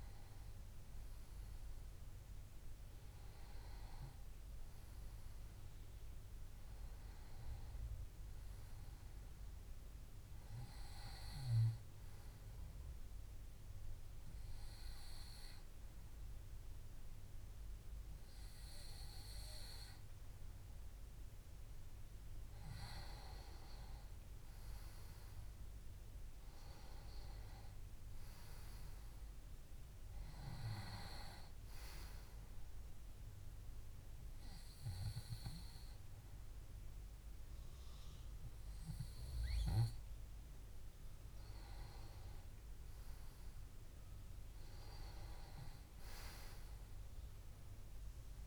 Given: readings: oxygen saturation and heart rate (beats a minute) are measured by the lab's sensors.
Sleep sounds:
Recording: breathing in sleep by a room microphone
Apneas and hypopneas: 2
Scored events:
13.00-23.50 s: hypopnea (oxygen 96% before, 95% lowest, heart rate 71 before, 63 extreme, up 6 after)
15.50-48.47 s: new sleep stage, N2 (light sleep)
25.00-28.50 s: arousal
32.50-42.50 s: hypopnea (oxygen 97% before, 93% lowest, heart rate 66 before, 65 extreme, up 4 after)
44.00-47.50 s: arousal
From the record:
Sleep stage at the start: N1 (lightest sleep)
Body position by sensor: on the back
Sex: male

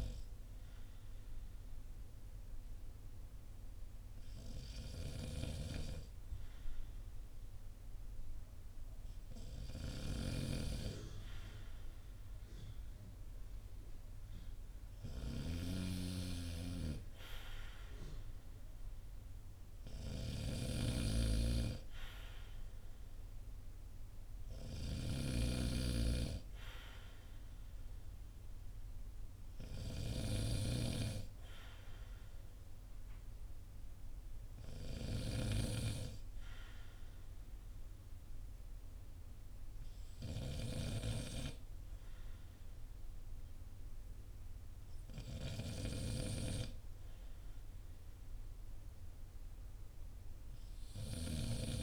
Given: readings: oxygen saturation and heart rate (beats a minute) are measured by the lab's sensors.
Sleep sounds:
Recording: breathing in sleep by a room microphone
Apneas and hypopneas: none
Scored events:
4.50-30.00 s: snoring (device-marked)
From the record:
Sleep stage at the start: N2 (light sleep)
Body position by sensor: on the back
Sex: male

